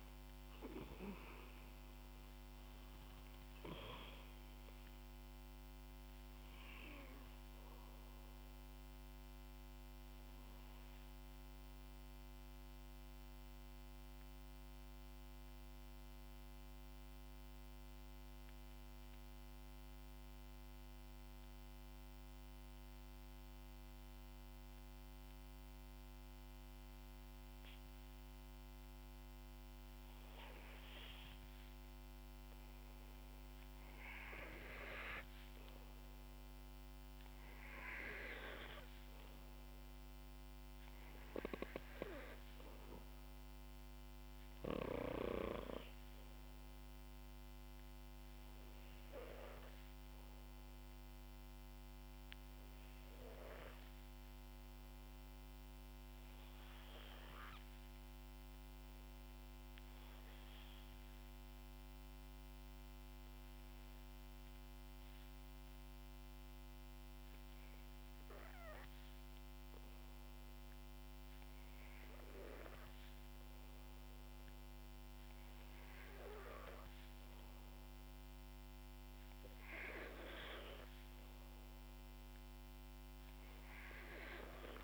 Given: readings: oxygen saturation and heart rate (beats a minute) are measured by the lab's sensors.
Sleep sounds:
breathing in sleep by a microphone on the trachea; 2
0.00-1.50 s: arousal
11.50-30.00 s: mixed apnea (oxygen 95% before, 91% lowest, heart rate 62 before, 55 extreme, up 6 after)
33.00-37.00 s: arousal
38.00-65.00 s: oxygen desaturation (device-marked, oxygen 97% before, 92% lowest, heart rate 58 before, 57 extreme)
52.50-70.50 s: obstructive apnea (oxygen 97% before, 92% lowest, heart rate 61 before, 57 extreme, up 5 after)
72.50-74.50 s: long interval between heartbeats (device-marked, heart rate 58 before, 60 extreme)
73.00-76.50 s: arousal
From the record:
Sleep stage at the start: N2 (light sleep); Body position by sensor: on the back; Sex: female

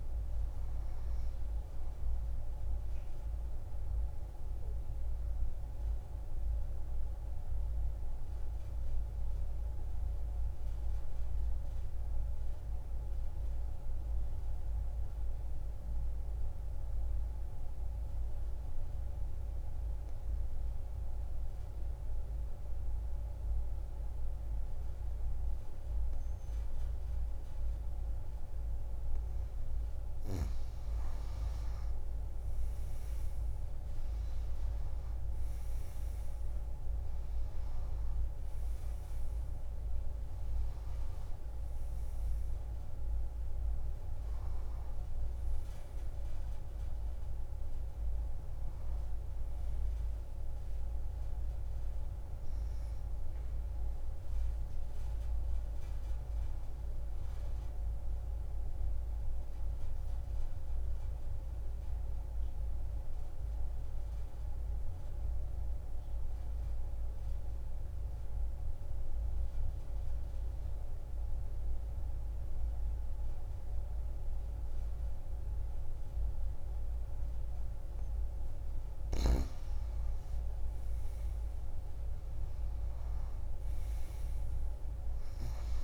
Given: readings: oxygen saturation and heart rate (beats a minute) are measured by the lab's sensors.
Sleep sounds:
breathing in sleep, hard to hear, by a room microphone; 2
0.00-6.00 s: oxygen desaturation (device-marked, oxygen 89% lowest)
4.00-29.50 s: obstructive apnea (oxygen 97% before, 88% lowest)
31.00-65.00 s: oxygen desaturation (device-marked, oxygen 99% before, 88% lowest)
31.50-35.50 s: arousal
58.50-77.00 s: obstructive apnea (oxygen 96% before, 87% lowest)
79.00-82.50 s: arousal
83.00-85.84 s: oxygen desaturation (device-marked, oxygen 98% before, 90% lowest)
From the record:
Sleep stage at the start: N2 (light sleep); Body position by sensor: on the back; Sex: female

